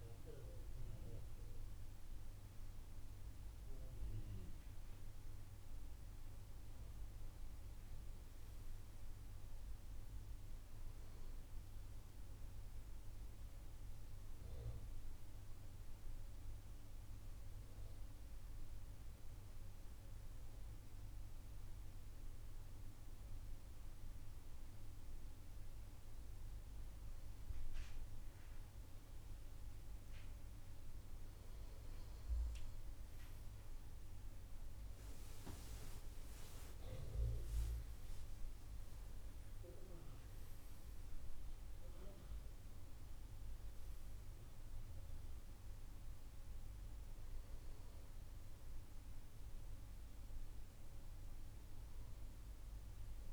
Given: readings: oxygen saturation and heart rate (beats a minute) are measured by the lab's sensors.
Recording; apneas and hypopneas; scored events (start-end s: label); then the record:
breathing in sleep, hard to hear, by a room microphone; 1
0.00-5.00 s: arousal
12.00-29.50 s: obstructive apnea (oxygen 97% before, 95% lowest, heart rate 62 before, 59 extreme, up 5 after)
32.50-37.00 s: arousal
From the record:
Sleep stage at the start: N2 (light sleep); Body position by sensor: on the right side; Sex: male